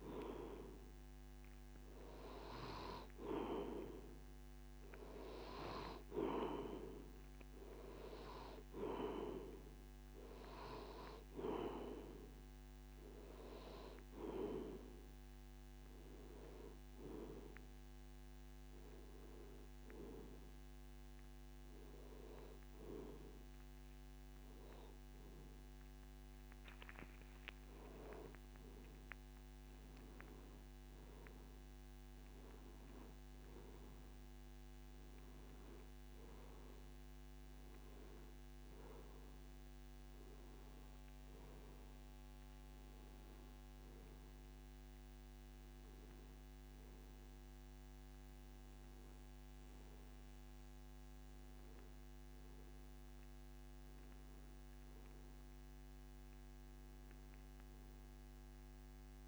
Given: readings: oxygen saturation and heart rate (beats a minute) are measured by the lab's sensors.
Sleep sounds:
breathing in sleep by a microphone on the trachea; none
0.00-2.50 s: arousal
4.00-18.00 s: oxygen desaturation (device-marked, oxygen 96% before, 92% lowest)
From the record:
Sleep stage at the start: N2 (light sleep); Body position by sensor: on the back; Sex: male

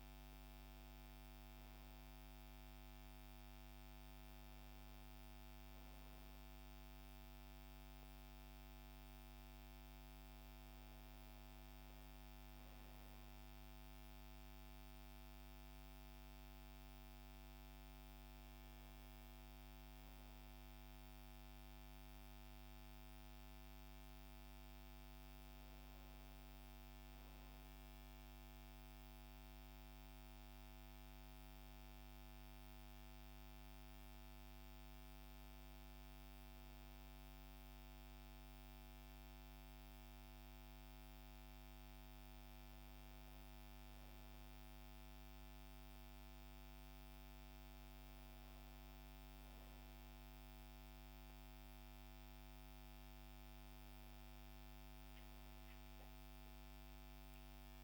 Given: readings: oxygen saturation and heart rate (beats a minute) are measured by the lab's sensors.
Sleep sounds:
a person awake in a sleep study, hard to hear, by a microphone on the trachea; none
none scored
From the record:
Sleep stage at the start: awake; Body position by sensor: on the back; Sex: female

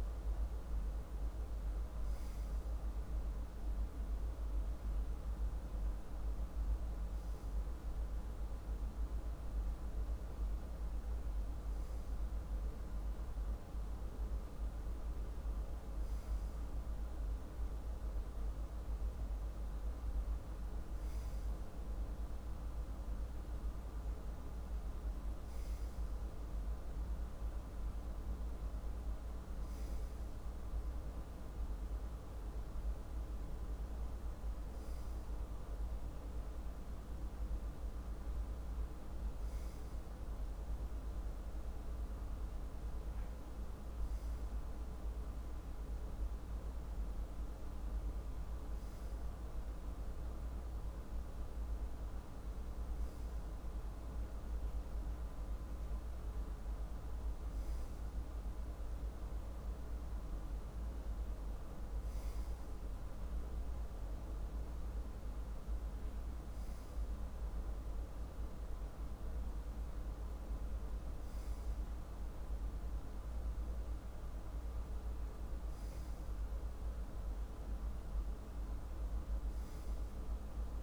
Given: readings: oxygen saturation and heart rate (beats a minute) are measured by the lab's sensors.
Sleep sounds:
breathing in sleep, hard to hear, by a room microphone; none
none scored
From the record:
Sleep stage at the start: N1 (lightest sleep); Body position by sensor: on the left side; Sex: male

